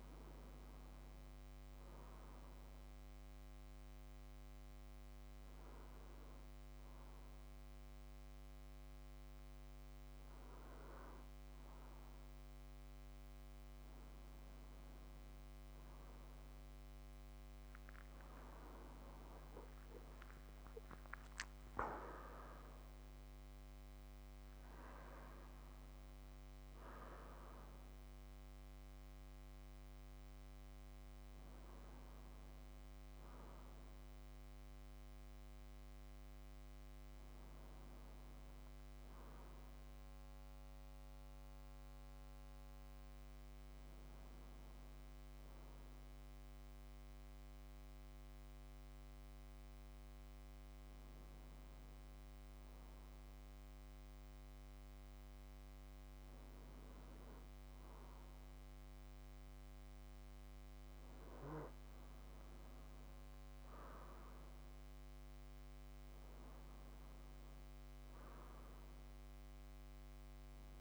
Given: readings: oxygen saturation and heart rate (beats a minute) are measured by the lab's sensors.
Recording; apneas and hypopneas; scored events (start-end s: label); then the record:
a person partly awake in a sleep study, hard to hear, by a microphone on the trachea; none
19.50-70.81 s: new sleep stage, N2 (light sleep)
60.50-70.81 s: oxygen desaturation (device-marked, oxygen 97% before, 93% lowest, heart rate 100 before, 58 extreme)
From the record:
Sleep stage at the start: awake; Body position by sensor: on the back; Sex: male